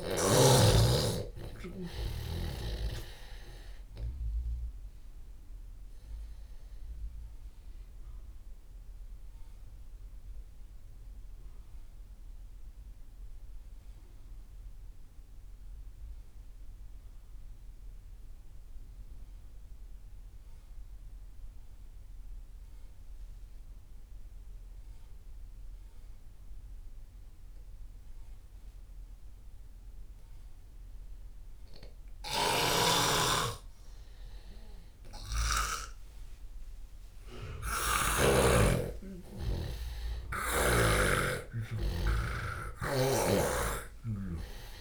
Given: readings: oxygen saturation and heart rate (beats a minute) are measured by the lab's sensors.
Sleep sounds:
breathing in sleep by a room microphone; 1
0.00-25.50 s: oxygen desaturation (device-marked, oxygen 83% lowest)
7.50-36.00 s: mixed apnea (oxygen 99% before, 83% lowest)
32.50-38.50 s: snoring (device-marked)
37.50-41.50 s: arousal
39.50-44.81 s: oxygen desaturation (device-marked, oxygen 97% before, 85% lowest)
From the record:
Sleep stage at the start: N2 (light sleep); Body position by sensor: on the left side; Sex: male

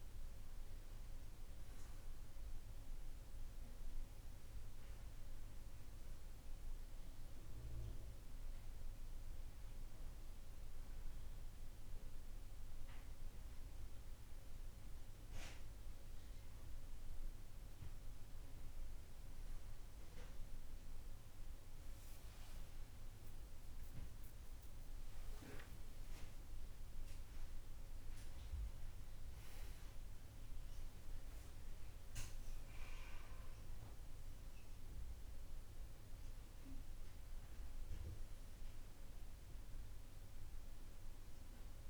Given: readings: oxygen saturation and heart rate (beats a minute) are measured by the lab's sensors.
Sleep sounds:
breathing in sleep, hard to hear, by a room microphone; none
24.50-27.50 s: arousal
From the record:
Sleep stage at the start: N1 (lightest sleep); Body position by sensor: on the back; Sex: male

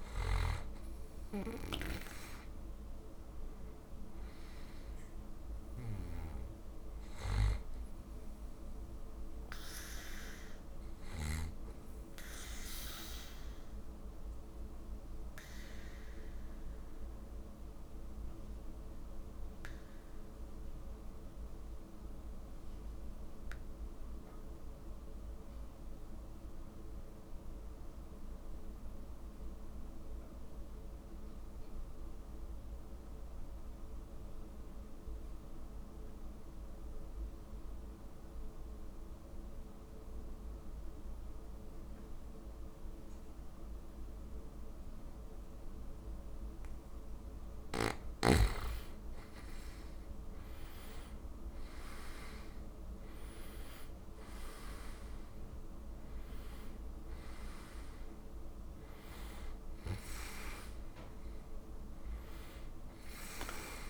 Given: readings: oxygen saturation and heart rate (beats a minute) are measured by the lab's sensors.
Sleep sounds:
breathing in sleep by a room microphone; 1
0.00-26.00 s: oxygen desaturation (device-marked, oxygen 82% lowest, heart rate 49 extreme)
3.00-6.50 s: arousal
11.00-46.50 s: obstructive apnea (oxygen 93% before, 82% lowest, heart rate 58 before, 49 extreme, up 13 after)
44.00-63.90 s: oxygen desaturation (device-marked, oxygen 98% before, 83% lowest, heart rate 51 before, 50 extreme)
47.50-51.50 s: arousal
From the record:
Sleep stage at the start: N2 (light sleep); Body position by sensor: on the back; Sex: male

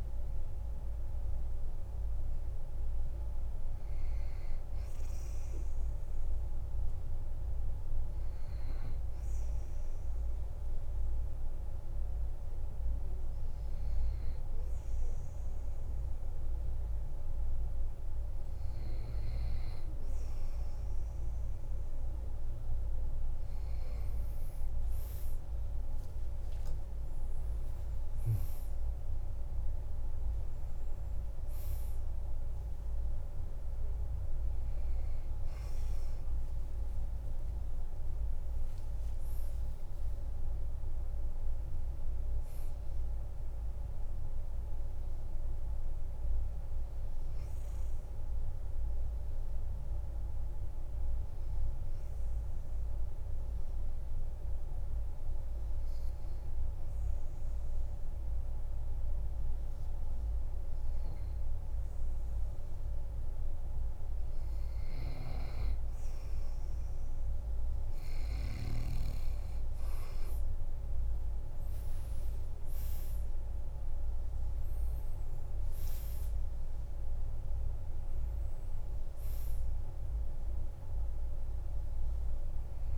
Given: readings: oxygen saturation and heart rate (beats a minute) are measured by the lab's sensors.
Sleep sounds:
breathing in sleep, hard to hear, by a room microphone; 2
5.50-20.50 s: hypopnea (oxygen 99% before, 93% lowest, heart rate 70 before, 50 extreme)
24.50-28.50 s: arousal
25.00-31.00 s: tachycardia (device-marked, heart rate 58 before, 146 extreme)
25.50-27.50 s: long interval between heartbeats (device-marked, heart rate 51 before, 60 extreme)
28.00-30.00 s: long interval between heartbeats (device-marked, heart rate 55 before, 121 extreme)
28.00-46.00 s: oxygen desaturation (device-marked, oxygen 98% before, 94% lowest, heart rate 55 before, 48 extreme)
30.00-32.00 s: long interval between heartbeats (device-marked, heart rate 63 before, 146 extreme)
32.00-34.00 s: long interval between heartbeats (device-marked, heart rate 73 before, 120 extreme)
36.00-42.00 s: tachycardia (device-marked, heart rate 59 before, 140 extreme)
38.00-40.00 s: long interval between heartbeats (device-marked, heart rate 89 before, 93 extreme)
41.00-43.00 s: long interval between heartbeats (device-marked, heart rate 98 before, 139 extreme)
48.50-63.50 s: obstructive apnea (oxygen 98% before, 93% lowest, heart rate 111 before, 48 extreme, up 15 after)
68.00-70.00 s: long interval between heartbeats (device-marked, heart rate 50 before, 61 extreme)
69.00-82.98 s: oxygen desaturation (device-marked, oxygen 98% before, 93% lowest, heart rate 51 before, 48 extreme)
72.00-76.50 s: arousal
72.00-79.00 s: tachycardia (device-marked, heart rate 61 before, 145 extreme)
74.50-76.50 s: long interval between heartbeats (device-marked, heart rate 56 before, 79 extreme)
76.50-78.50 s: long interval between heartbeats (device-marked, heart rate 60 before, 137 extreme)
From the record:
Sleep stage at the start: N2 (light sleep); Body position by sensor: on the back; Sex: male

